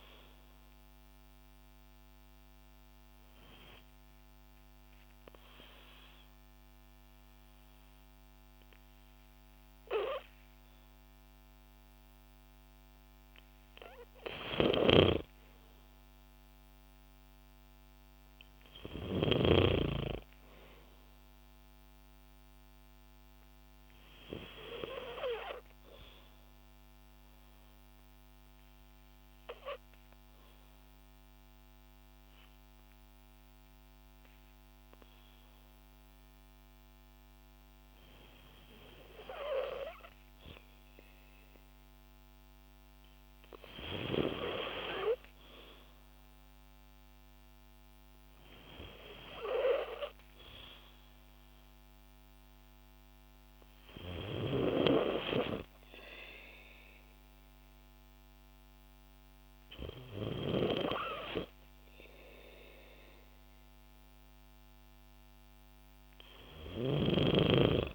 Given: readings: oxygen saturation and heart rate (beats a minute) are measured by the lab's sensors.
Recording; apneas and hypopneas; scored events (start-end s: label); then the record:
breathing in sleep by a microphone on the trachea; 2
1.50-13.00 s: obstructive apnea (oxygen 96% before, 92% lowest, heart rate 58 before, 55 extreme, up 6 after)
1.50-16.50 s: oxygen desaturation (device-marked, oxygen 96% before, 92% lowest, heart rate 58 before, 55 extreme)
16.00-20.50 s: arousal
22.50-39.50 s: oxygen desaturation (device-marked, oxygen 95% before, 92% lowest, heart rate 57 before, 56 extreme)
26.50-40.00 s: obstructive apnea (oxygen 95% before, 92% lowest, heart rate 58 before, 56 extreme, up 3 after)
41.50-45.00 s: arousal
From the record:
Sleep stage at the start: N2 (light sleep); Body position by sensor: on the back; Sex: female